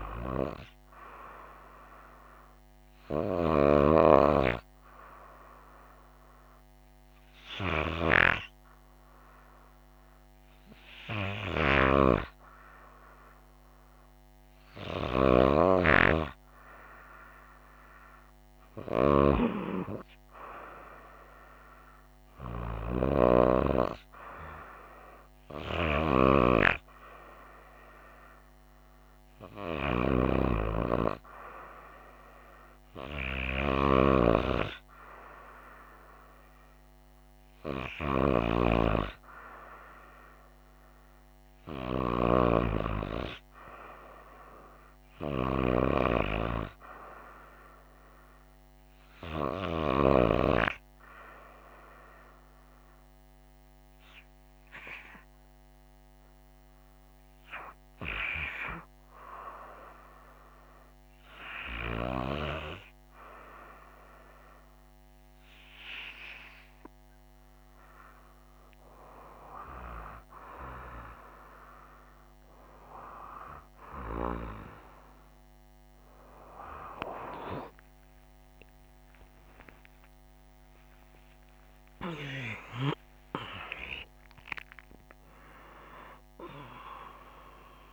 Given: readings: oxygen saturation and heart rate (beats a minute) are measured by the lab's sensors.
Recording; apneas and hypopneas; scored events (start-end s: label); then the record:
breathing in sleep by a microphone on the trachea; 2
3.00-16.50 s: hypopnea (oxygen 96% before, 94% lowest, heart rate 63 before, 60 extreme, up 2 after)
20.00-23.50 s: arousal
53.00-68.00 s: hypopnea (oxygen 95% before, 94% lowest, heart rate 65 before, 61 extreme, up 4 after)
78.00-83.50 s: arousal
79.50-87.93 s: new sleep stage, N1 (lightest sleep)
From the record:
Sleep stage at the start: N2 (light sleep); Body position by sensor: on the right side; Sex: female